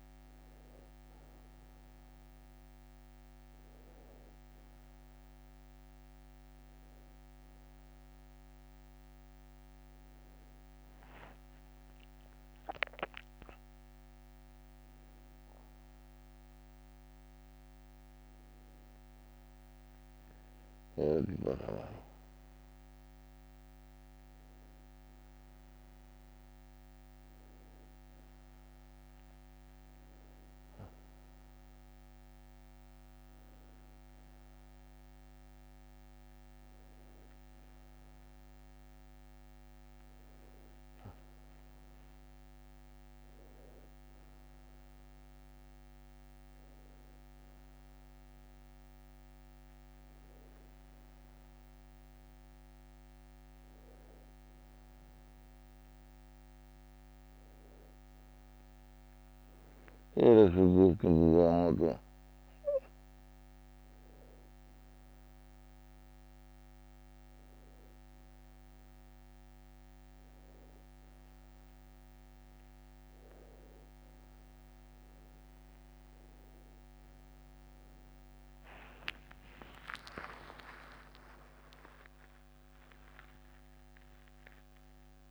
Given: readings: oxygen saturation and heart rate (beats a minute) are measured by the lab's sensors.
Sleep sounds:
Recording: breathing in sleep by a microphone on the trachea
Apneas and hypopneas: none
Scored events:
72.00-85.31 s: new sleep stage, awake
80.00-82.00 s: long interval between heartbeats (device-marked, heart rate 67 before, 93 extreme)
80.00-84.00 s: tachycardia (device-marked, heart rate 62 before, 102 extreme)
83.00-85.00 s: long interval between heartbeats (device-marked, heart rate 71 before, 102 extreme)
From the record:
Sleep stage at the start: N1 (lightest sleep)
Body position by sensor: on the back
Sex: male

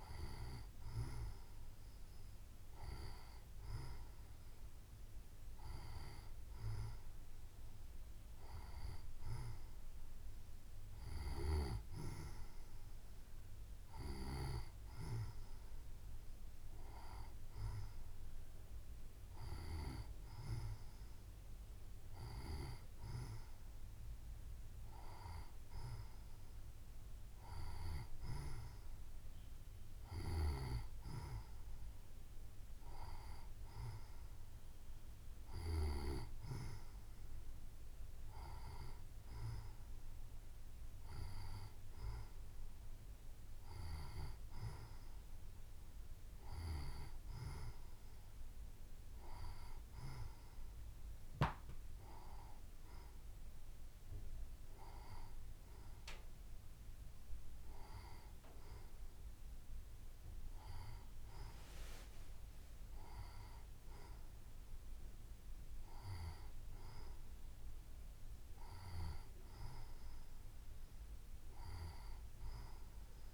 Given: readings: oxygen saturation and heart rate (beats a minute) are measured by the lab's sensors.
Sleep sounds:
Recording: breathing in sleep by a room microphone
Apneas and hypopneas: none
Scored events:
none scored
From the record:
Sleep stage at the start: N2 (light sleep)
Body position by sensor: on the right side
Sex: female

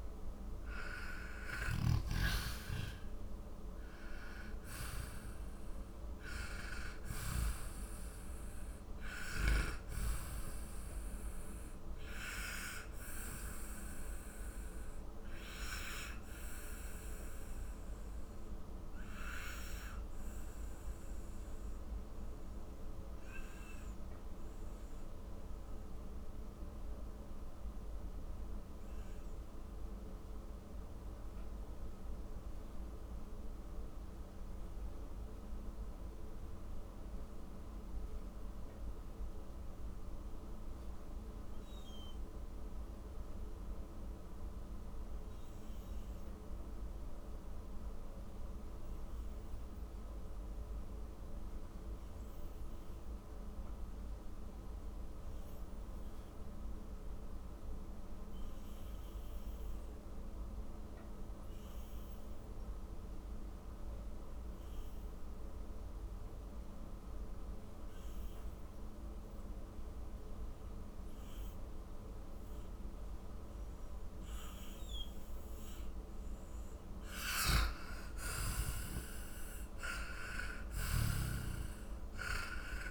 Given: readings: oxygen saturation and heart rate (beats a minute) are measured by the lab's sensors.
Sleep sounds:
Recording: breathing in sleep by a room microphone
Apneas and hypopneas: 1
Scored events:
0.00-36.50 s: oxygen desaturation (device-marked, oxygen 86% lowest, heart rate 48 extreme)
13.50-75.00 s: mixed apnea (oxygen 96% before, 83% lowest, heart rate 73 before, 48 extreme, up 19 after)
67.50-82.91 s: oxygen desaturation (device-marked, oxygen 97% before, 83% lowest, heart rate 56 before, 48 extreme)
77.00-82.91 s: arousal
80.50-82.91 s: snoring (device-marked)
From the record:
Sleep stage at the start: N2 (light sleep)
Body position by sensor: on the back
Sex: male

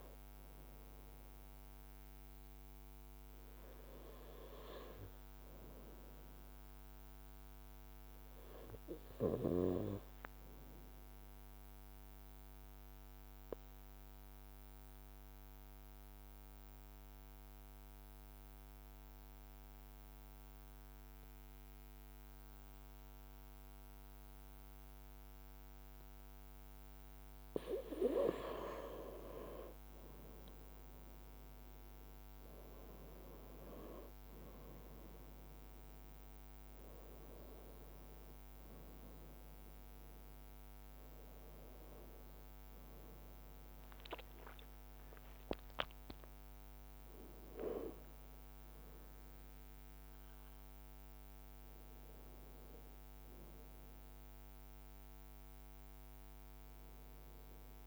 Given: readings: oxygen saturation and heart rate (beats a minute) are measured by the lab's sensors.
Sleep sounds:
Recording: breathing in sleep by a microphone on the trachea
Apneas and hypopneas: 1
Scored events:
10.00-26.00 s: obstructive apnea (oxygen 97% before, 94% lowest, heart rate 56 before, 53 extreme, up 2 after)
13.50-18.50 s: leg movement (device-marked)
29.00-32.00 s: leg movement (device-marked)
29.50-34.50 s: arousal
33.50-36.00 s: leg movement (device-marked)
38.00-40.00 s: leg movement (device-marked)
46.00-57.87 s: new sleep stage, N1 (lightest sleep)
From the record:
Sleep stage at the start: N2 (light sleep)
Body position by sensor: on the right side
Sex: male

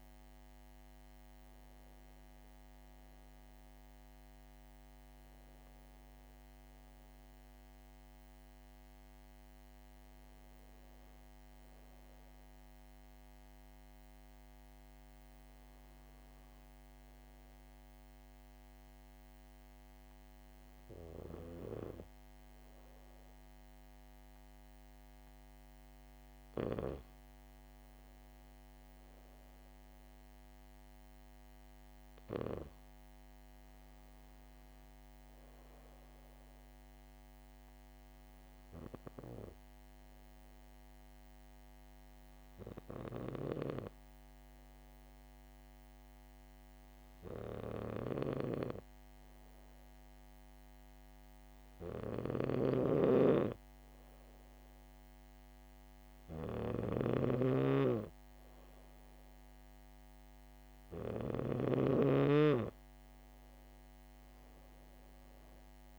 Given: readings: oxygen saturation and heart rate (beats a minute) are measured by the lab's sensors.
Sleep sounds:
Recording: breathing in sleep by a microphone on the trachea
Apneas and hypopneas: 1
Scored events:
0.00-4.00 s: arousal
35.00-57.00 s: hypopnea (oxygen 99% before, 94% lowest, heart rate 68 before, 65 extreme, up 2 after)
52.00-61.50 s: snoring (device-marked)
56.50-65.99 s: oxygen desaturation (device-marked, oxygen 97% before, 94% lowest, heart rate 66 before, 65 extreme)
59.00-61.50 s: arousal
From the record:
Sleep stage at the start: N2 (light sleep)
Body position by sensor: on the back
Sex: female

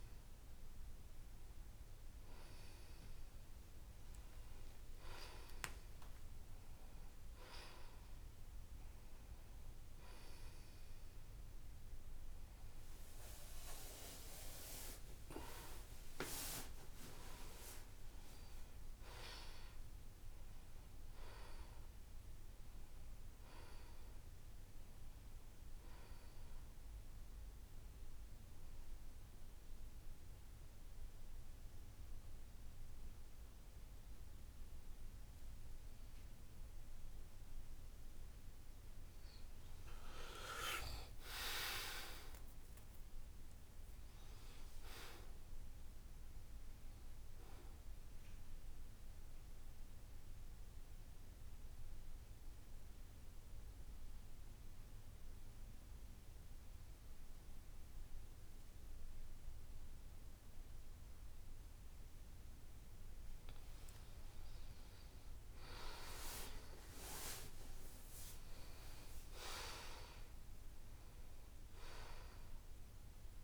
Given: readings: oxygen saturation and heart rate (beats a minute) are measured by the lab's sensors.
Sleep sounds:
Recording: breathing in sleep by a room microphone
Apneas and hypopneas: 2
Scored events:
0.00-5.50 s: oxygen desaturation (device-marked, oxygen 82% lowest, heart rate 63 extreme)
3.50-33.50 s: new sleep stage, N1 (lightest sleep)
17.00-21.50 s: arousal
27.00-39.00 s: hypopnea (oxygen 97% before, 92% lowest, heart rate 74 before, 65 extreme, up 7 after)
33.50-73.44 s: new sleep stage, N2 (light sleep)
40.50-65.50 s: oxygen desaturation (device-marked, oxygen 95% before, 92% lowest, heart rate 71 before, 65 extreme)
41.50-46.00 s: arousal
51.50-62.50 s: central apnea (oxygen 96% before, 89% lowest, heart rate 70 before, 65 extreme, up 9 after)
65.00-70.50 s: arousal
From the record:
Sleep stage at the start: N2 (light sleep)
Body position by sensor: on the back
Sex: male

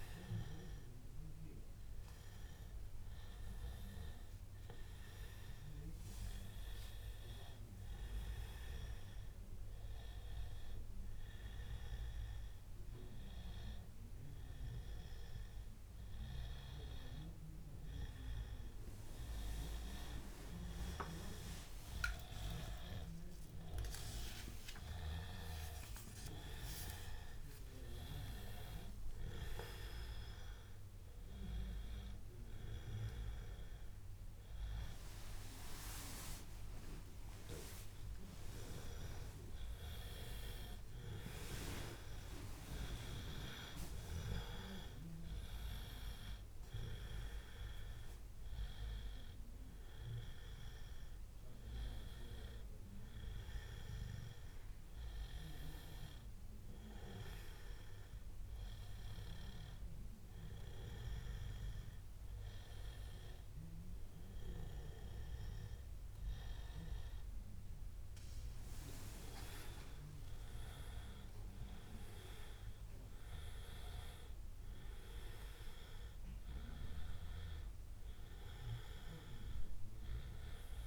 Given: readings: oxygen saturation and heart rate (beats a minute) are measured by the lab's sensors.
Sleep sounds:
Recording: breathing in sleep by a room microphone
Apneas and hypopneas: none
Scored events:
none scored
From the record:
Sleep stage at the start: N1 (lightest sleep)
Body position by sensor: on the back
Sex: male

